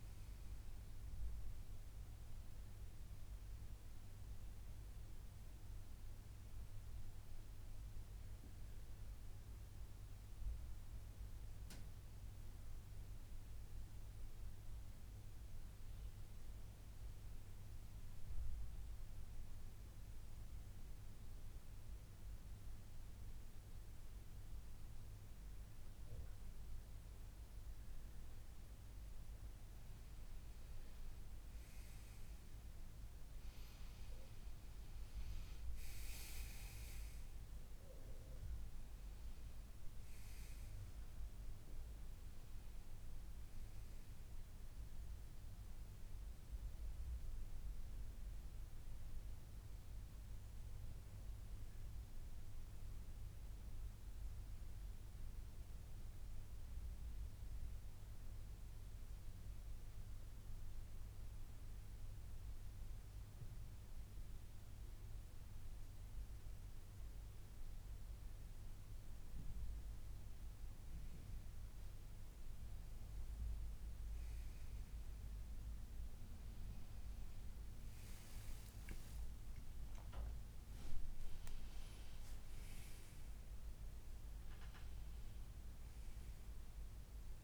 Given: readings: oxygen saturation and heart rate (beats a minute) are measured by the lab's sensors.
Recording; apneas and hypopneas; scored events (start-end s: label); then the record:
a person partly awake in a sleep study, hard to hear, by a room microphone; 2
0.00-5.50 s: oxygen desaturation (device-marked, oxygen 93% lowest, heart rate 79 extreme)
10.50-26.50 s: hypopnea (oxygen 97% before, 94% lowest, heart rate 142 before, 79 extreme, up 37 after)
27.50-29.50 s: long interval between heartbeats (device-marked, heart rate 119 before, 115 extreme)
29.00-32.50 s: arousal
38.50-51.50 s: oxygen desaturation (device-marked, oxygen 97% before, 94% lowest, heart rate 106 before, 97 extreme)
43.50-45.50 s: long interval between heartbeats (device-marked, heart rate 112 before, 109 extreme)
45.50-47.50 s: long interval between heartbeats (device-marked, heart rate 114 before, 107 extreme)
49.50-51.50 s: long interval between heartbeats (device-marked, heart rate 114 before, 106 extreme)
55.50-68.00 s: hypopnea (oxygen 98% before, 95% lowest, heart rate 110 before, 98 extreme, up 11 after)
61.00-63.00 s: long interval between heartbeats (device-marked, heart rate 107 before, 106 extreme)
62.50-87.44 s: new sleep stage, awake
65.00-67.00 s: long interval between heartbeats (device-marked, heart rate 105 before, 98 extreme)
68.50-70.50 s: long interval between heartbeats (device-marked, heart rate 104 before, 107 extreme)
71.50-73.50 s: long interval between heartbeats (device-marked, heart rate 104 before, 107 extreme)
From the record:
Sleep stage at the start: N2 (light sleep); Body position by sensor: on the back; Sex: male